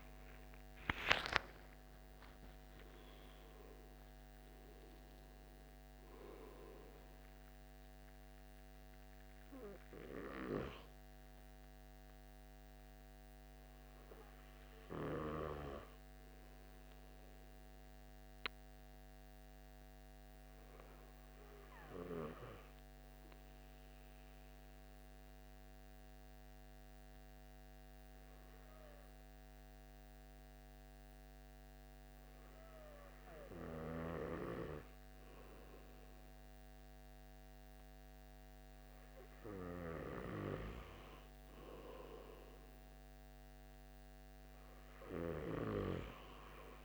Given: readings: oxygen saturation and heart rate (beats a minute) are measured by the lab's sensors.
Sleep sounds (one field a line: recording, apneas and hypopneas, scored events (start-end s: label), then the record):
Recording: breathing in sleep by a microphone on the trachea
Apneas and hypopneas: 1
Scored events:
0.00-2.50 s: arousal
0.00-21.50 s: oxygen desaturation (device-marked, oxygen 92% lowest, heart rate 67 extreme)
17.50-39.50 s: hypopnea (oxygen 97% before, 93% lowest, heart rate 96 before, 67 extreme, up 4 after)
42.00-46.00 s: arousal
From the record:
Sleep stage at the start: N2 (light sleep)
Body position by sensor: on the back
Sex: male